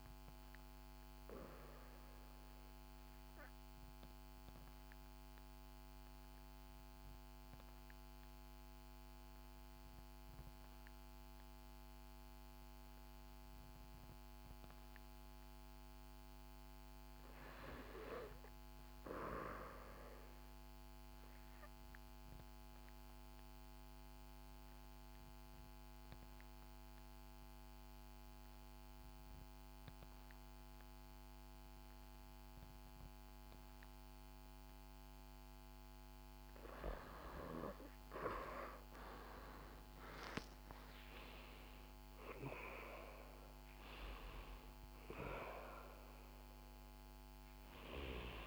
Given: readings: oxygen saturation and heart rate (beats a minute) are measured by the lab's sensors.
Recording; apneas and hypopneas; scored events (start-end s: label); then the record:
breathing in sleep by a microphone on the trachea; 2
2.50-15.50 s: obstructive apnea (oxygen 92% before, 78% lowest, heart rate 66 before, 63 extreme, up 3 after)
20.50-36.00 s: obstructive apnea (oxygen 90% before, 78% lowest, heart rate 64 before, 64 extreme, up 8 after)
21.50-41.50 s: oxygen desaturation (device-marked, oxygen 89% before, 81% lowest, heart rate 64 before, 64 extreme)
38.00-43.50 s: arousal
43.50-48.47 s: oxygen desaturation (device-marked, oxygen 85% before, 78% lowest, heart rate 66 before, 63 extreme)
From the record:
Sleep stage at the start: N2 (light sleep); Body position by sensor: on the back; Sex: female